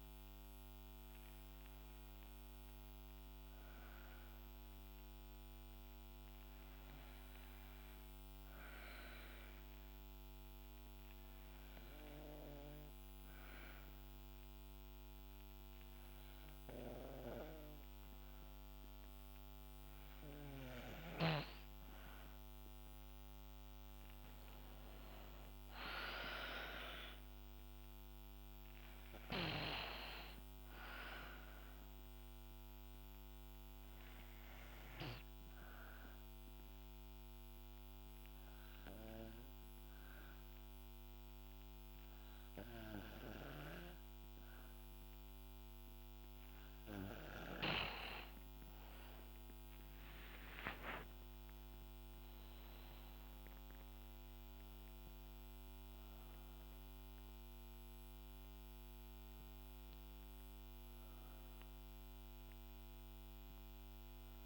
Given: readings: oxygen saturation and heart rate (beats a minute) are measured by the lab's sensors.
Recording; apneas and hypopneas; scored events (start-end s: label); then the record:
breathing in sleep by a microphone on the trachea; 2
9.00-22.50 s: hypopnea (oxygen 95% before, 88% lowest, heart rate 62 before, 61 extreme, up 3 after)
25.50-40.50 s: oxygen desaturation (device-marked, oxygen 92% before, 88% lowest, heart rate 63 before, 58 extreme)
26.00-30.00 s: arousal
34.00-46.50 s: hypopnea (oxygen 93% before, 88% lowest, heart rate 64 before, 58 extreme, up 6 after)
49.00-53.00 s: arousal
51.50-64.45 s: oxygen desaturation (device-marked, oxygen 95% before, 90% lowest, heart rate 66 before, 58 extreme)
From the record:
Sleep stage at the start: N2 (light sleep); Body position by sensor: on the right side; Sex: female